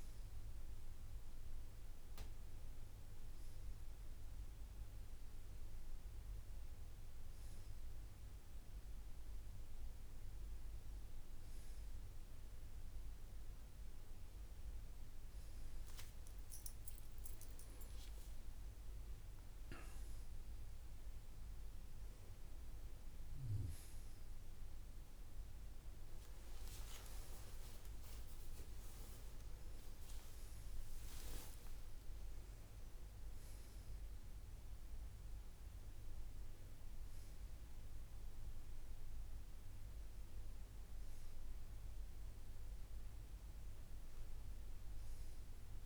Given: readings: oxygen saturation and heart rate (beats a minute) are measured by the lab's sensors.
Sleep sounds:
breathing in sleep, hard to hear, by a room microphone; none
none scored
From the record:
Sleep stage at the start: N1 (lightest sleep); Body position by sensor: on the right side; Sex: male

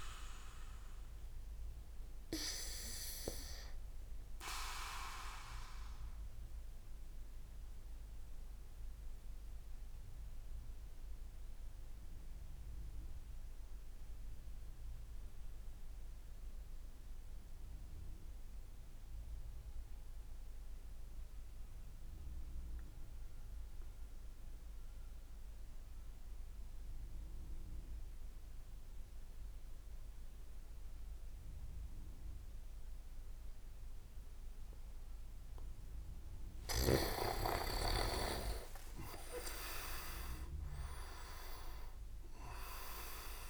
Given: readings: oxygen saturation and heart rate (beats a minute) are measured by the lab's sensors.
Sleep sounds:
breathing in sleep by a room microphone; 1
0.00-2.00 s: oxygen desaturation (device-marked, oxygen 94% lowest, heart rate 29 extreme)
3.50-35.50 s: mixed apnea (oxygen 98% before, 93% lowest, heart rate 54 before, 35 extreme, up 0 after)
32.00-43.50 s: oxygen desaturation (device-marked, oxygen 99% before, 93% lowest, heart rate 62 before, 35 extreme)
36.50-41.00 s: leg movement (device-marked)
37.50-41.50 s: arousal
From the record:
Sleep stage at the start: N2 (light sleep); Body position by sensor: on the back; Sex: male

